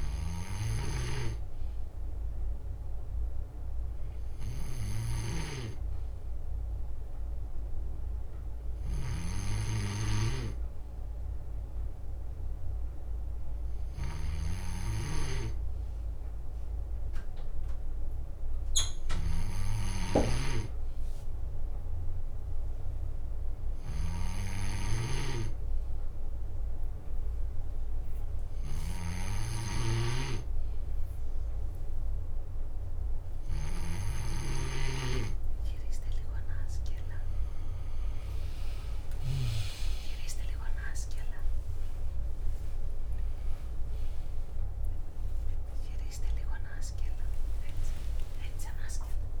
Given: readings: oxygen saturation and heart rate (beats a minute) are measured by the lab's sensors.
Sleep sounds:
breathing in sleep by a room microphone; none
0.50-5.50 s: snoring (device-marked)
14.00-20.50 s: snoring (device-marked)
36.50-38.50 s: long interval between heartbeats (device-marked, heart rate 61 before, 69 extreme)
37.00-49.40 s: drop in pulse transit time (device-marked, heart rate 61 before, 72 extreme)
42.50-44.50 s: long interval between heartbeats (device-marked, heart rate 66 before, 90 extreme)
44.00-49.40 s: tachycardia (device-marked, heart rate 61 before, 126 extreme)
47.50-49.40 s: arousal
47.50-49.40 s: long interval between heartbeats (device-marked, heart rate 74 before, 115 extreme)
From the record:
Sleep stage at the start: N2 (light sleep); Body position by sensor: on the left side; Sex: male

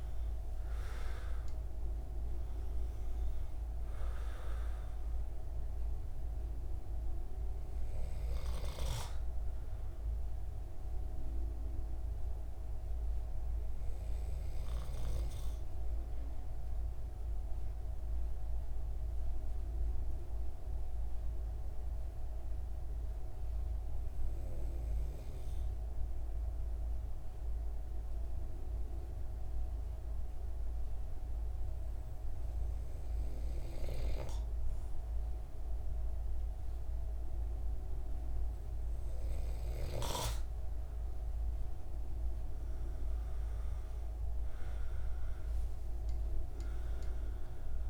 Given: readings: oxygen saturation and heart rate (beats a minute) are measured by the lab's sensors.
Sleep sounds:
breathing in sleep, hard to hear, by a room microphone; 1
0.00-1.00 s: arousal
0.00-25.50 s: oxygen desaturation (device-marked, oxygen 90% lowest)
12.50-38.50 s: hypopnea (oxygen 97% before, 91% lowest)
40.50-45.00 s: arousal
41.50-47.90 s: oxygen desaturation (device-marked, oxygen 97% before, 93% lowest)
From the record:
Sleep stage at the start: N2 (light sleep); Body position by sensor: on the right side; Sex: male

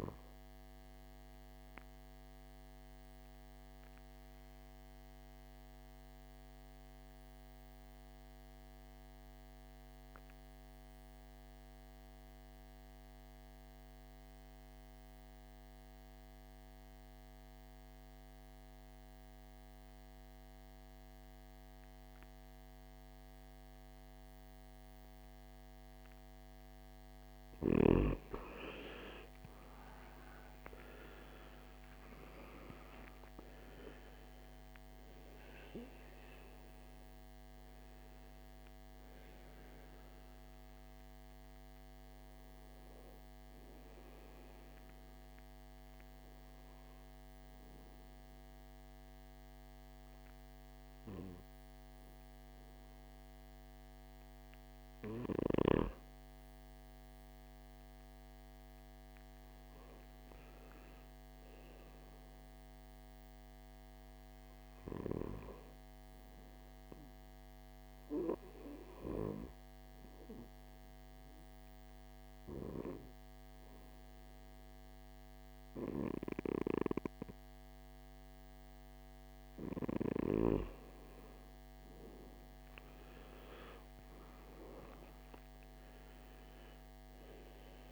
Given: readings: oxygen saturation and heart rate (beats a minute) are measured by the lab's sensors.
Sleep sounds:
breathing in sleep by a microphone on the trachea; 3
0.00-11.50 s: oxygen desaturation (device-marked, oxygen 90% lowest, heart rate 54 extreme)
5.00-26.50 s: obstructive apnea (oxygen 98% before, 86% lowest, heart rate 63 before, 54 extreme, up 18 after)
18.50-37.50 s: oxygen desaturation (device-marked, oxygen 99% before, 92% lowest, heart rate 57 before, 55 extreme)
29.50-33.00 s: arousal
39.50-51.50 s: oxygen desaturation (device-marked, oxygen 94% before, 86% lowest, heart rate 66 before, 53 extreme)
44.00-56.50 s: obstructive apnea (oxygen 99% before, 86% lowest, heart rate 68 before, 53 extreme, up 3 after)
60.00-64.00 s: arousal
66.50-79.50 s: obstructive apnea (oxygen 99% before, 87% lowest, heart rate 57 before, 54 extreme, up 13 after)
81.50-85.00 s: arousal
86.50-87.92 s: oxygen desaturation (device-marked, oxygen 96% before, 92% lowest, heart rate 57 before, 53 extreme)
From the record:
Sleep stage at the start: N2 (light sleep); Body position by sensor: on the right side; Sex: male

